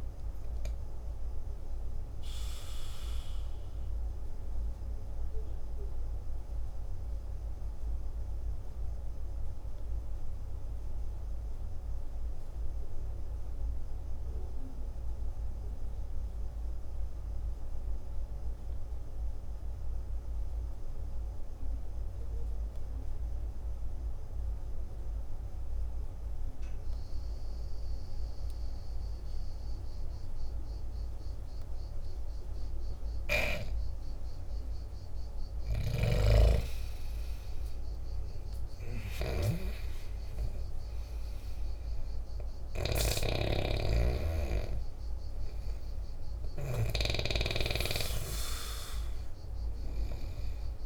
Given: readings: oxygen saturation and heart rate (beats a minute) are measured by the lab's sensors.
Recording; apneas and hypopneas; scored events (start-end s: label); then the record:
breathing in sleep by a room microphone; 1
0.00-16.50 s: oxygen desaturation (device-marked, oxygen 86% lowest, heart rate 47 extreme)
4.50-33.00 s: obstructive apnea (oxygen 98% before, 86% lowest, heart rate 56 before, 47 extreme, up 10 after)
33.50-50.86 s: oxygen desaturation (device-marked, oxygen 98% before, 86% lowest, heart rate 50 before, 49 extreme)
35.00-39.00 s: arousal
35.50-43.00 s: snoring (device-marked)
From the record:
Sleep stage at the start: N2 (light sleep); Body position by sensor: on the back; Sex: male